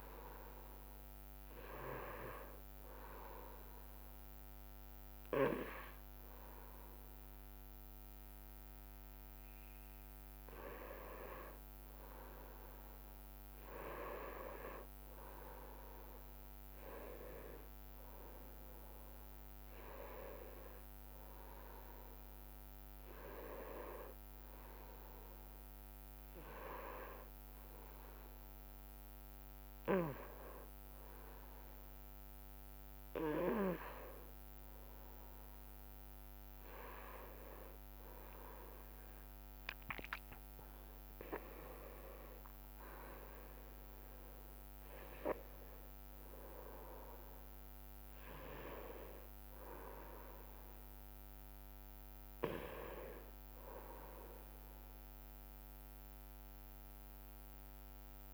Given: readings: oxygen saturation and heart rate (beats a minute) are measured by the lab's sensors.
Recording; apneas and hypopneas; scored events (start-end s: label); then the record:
a person awake in a sleep study, by a microphone on the trachea; none
40.00-54.00 s: drop in pulse transit time (device-marked, heart rate 68 before, 66 extreme)
From the record:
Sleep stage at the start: awake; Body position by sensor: on the back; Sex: male